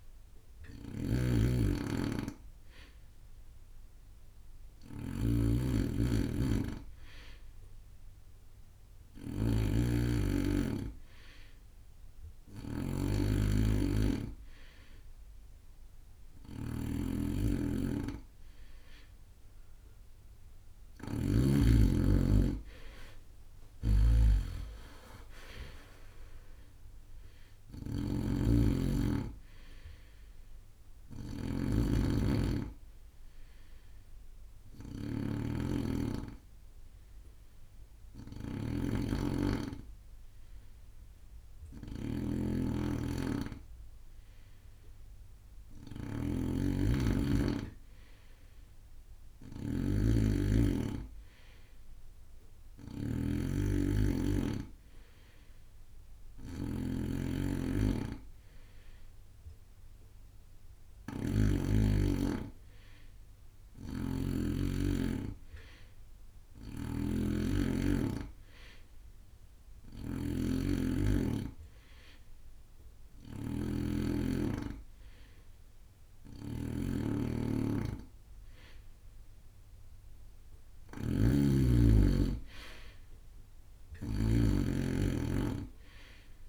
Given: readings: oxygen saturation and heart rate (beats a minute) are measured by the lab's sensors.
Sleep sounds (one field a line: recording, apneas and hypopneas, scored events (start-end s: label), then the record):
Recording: breathing in sleep by a room microphone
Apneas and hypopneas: 1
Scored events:
0.00-86.49 s: snoring (device-marked)
25.00-29.00 s: arousal
33.50-45.50 s: hypopnea (oxygen 94% before, 91% lowest)
50.00-54.00 s: arousal
63.50-68.50 s: oxygen desaturation (device-marked, oxygen 98% before, 94% lowest)
82.00-85.00 s: arousal
From the record:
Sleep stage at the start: N2 (light sleep)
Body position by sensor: on the right side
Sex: male